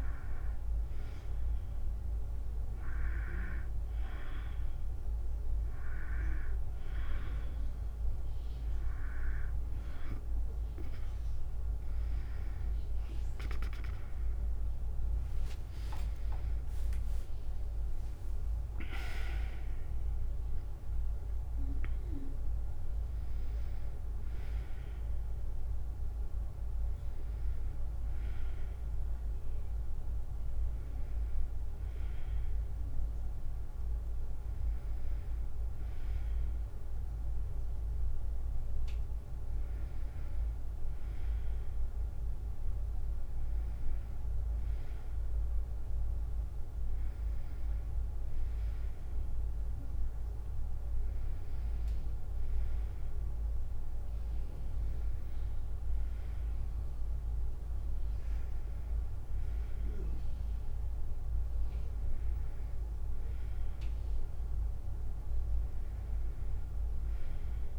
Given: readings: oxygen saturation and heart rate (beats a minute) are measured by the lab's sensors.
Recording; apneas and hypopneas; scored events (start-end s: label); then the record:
breathing in sleep by a room microphone; none
14.50-28.50 s: drop in pulse transit time (device-marked, heart rate 78 before, 79 extreme)
15.50-20.50 s: arousal
16.50-18.50 s: tachycardia (device-marked, heart rate 81 before, 99 extreme)
From the record:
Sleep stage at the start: N2 (light sleep); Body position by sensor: on the back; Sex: female